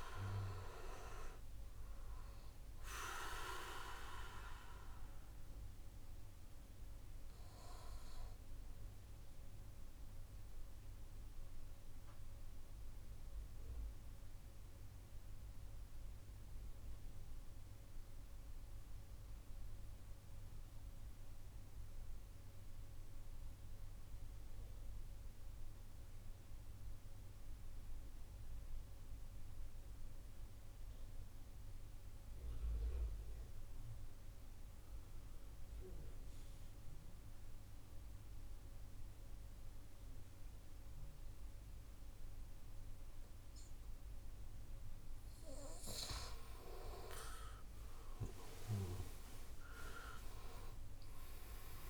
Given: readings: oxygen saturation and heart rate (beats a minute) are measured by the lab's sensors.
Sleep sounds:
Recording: breathing in sleep by a room microphone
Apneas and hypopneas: 1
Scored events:
0.00-15.00 s: oxygen desaturation (device-marked, oxygen 88% lowest, heart rate 38 extreme)
13.50-45.50 s: mixed apnea (oxygen 94% before, 89% lowest)
41.00-51.90 s: oxygen desaturation (device-marked, oxygen 98% before, 89% lowest)
47.50-51.50 s: arousal
From the record:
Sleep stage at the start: N2 (light sleep)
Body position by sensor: on the right side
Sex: male

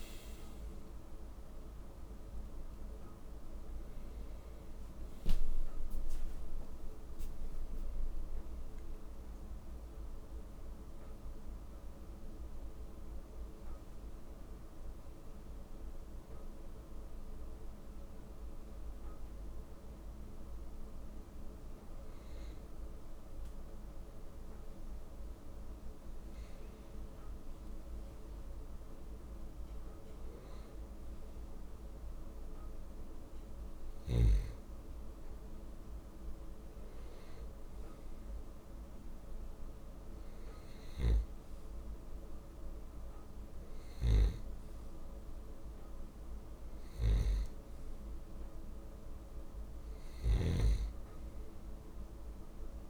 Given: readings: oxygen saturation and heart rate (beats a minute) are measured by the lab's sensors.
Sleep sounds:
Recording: a person partly awake in a sleep study, hard to hear, by a room microphone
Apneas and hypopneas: none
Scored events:
0.00-11.00 s: oxygen desaturation (device-marked, oxygen 89% lowest)
5.00-35.00 s: new sleep stage, N1 (lightest sleep)
35.00-52.90 s: new sleep stage, N2 (light sleep)
43.50-52.90 s: snoring (device-marked)
From the record:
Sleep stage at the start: awake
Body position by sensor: on the left side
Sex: male

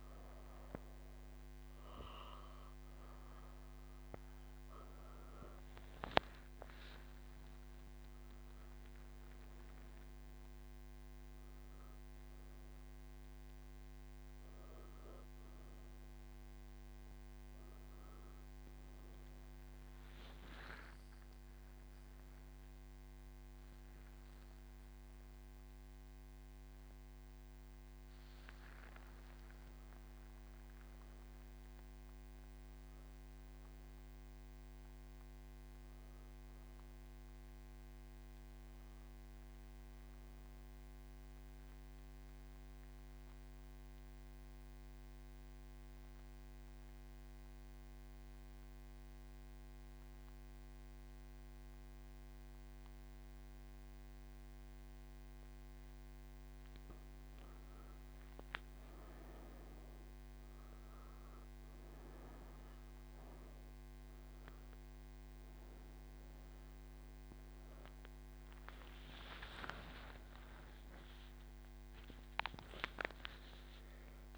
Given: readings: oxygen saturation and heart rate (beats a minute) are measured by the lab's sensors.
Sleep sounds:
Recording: breathing in sleep by a microphone on the trachea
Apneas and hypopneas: 1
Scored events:
40.00-56.00 s: obstructive apnea (oxygen 98% before, 95% lowest)
44.50-74.38 s: new sleep stage, N3 (deep sleep)
From the record:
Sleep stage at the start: N1 (lightest sleep)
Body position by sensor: on the right side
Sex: female

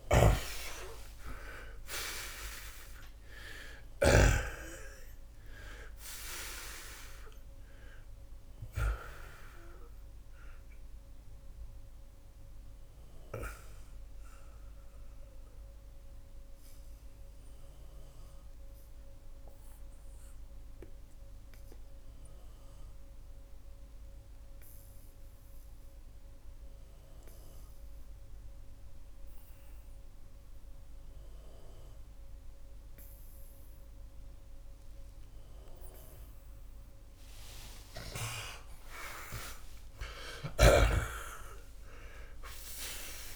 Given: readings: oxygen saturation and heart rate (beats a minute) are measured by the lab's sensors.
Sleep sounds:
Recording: breathing in sleep by a room microphone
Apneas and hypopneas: 1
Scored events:
0.00-4.00 s: snoring (device-marked)
3.50-36.50 s: oxygen desaturation (device-marked, oxygen 93% before, 79% lowest)
12.00-36.50 s: mixed apnea (oxygen 93% before, 79% lowest)
40.00-43.36 s: arousal
40.00-43.36 s: snoring (device-marked)
From the record:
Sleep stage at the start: N2 (light sleep)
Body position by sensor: on the back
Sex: male

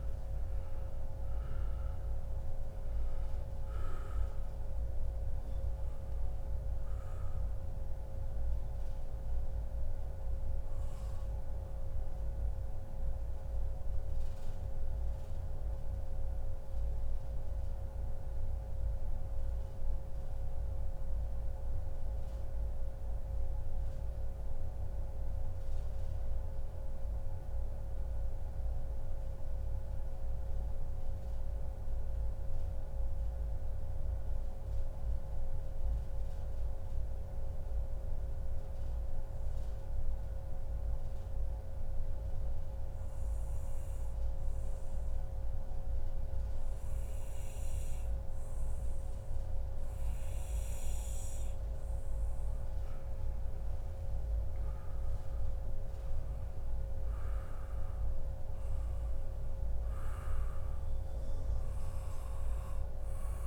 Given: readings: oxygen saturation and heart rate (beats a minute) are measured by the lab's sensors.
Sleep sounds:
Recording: breathing in sleep, hard to hear, by a room microphone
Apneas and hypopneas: 1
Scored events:
10.50-51.00 s: mixed apnea (oxygen 95% before, 90% lowest, heart rate 139 before, 98 extreme, up 0 after)
16.50-18.50 s: long interval between heartbeats (device-marked, heart rate 134 before, 98 extreme)
16.50-24.50 s: oxygen desaturation (device-marked, oxygen 93% before, 90% lowest, heart rate 134 before, 99 extreme)
22.50-24.50 s: long interval between heartbeats (device-marked, heart rate 126 before, 107 extreme)
53.50-57.50 s: arousal
59.50-63.47 s: oxygen desaturation (device-marked, oxygen 97% before, 93% lowest, heart rate 140 before, 78 extreme)
From the record:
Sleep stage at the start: N2 (light sleep)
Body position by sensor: on the back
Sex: male

